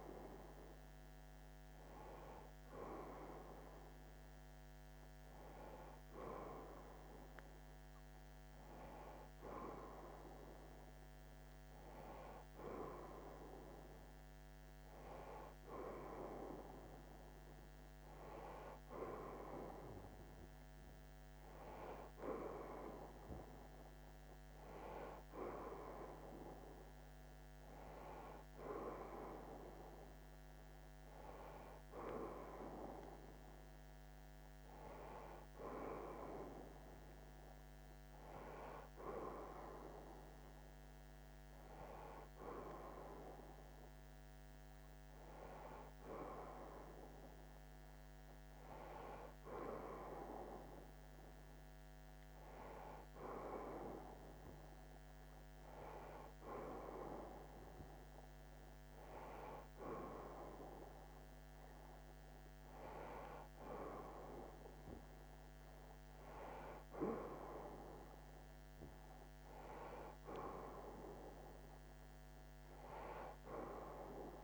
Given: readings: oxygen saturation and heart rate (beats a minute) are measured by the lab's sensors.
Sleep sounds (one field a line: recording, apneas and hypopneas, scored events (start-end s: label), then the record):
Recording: a person partly awake in a sleep study, by a microphone on the trachea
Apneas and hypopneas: none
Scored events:
8.50-74.44 s: new sleep stage, N1 (lightest sleep)
14.50-15.50 s: oxygen desaturation (device-marked, oxygen 92% before, 91% lowest)
From the record:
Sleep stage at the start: awake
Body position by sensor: on the back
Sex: male